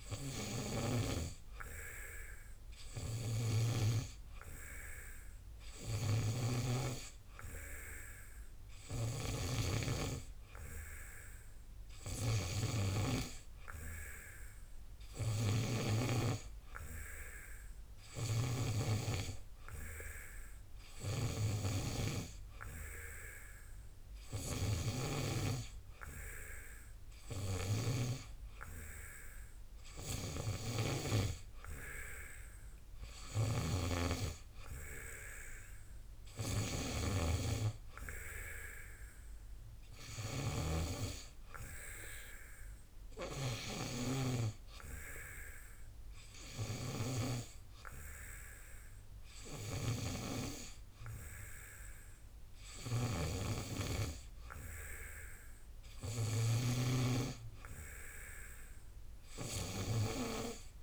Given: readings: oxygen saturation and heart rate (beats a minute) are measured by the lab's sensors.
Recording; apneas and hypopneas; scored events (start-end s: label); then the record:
breathing in sleep by a room microphone; none
none scored
From the record:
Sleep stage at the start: N2 (light sleep); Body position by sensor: on the back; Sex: male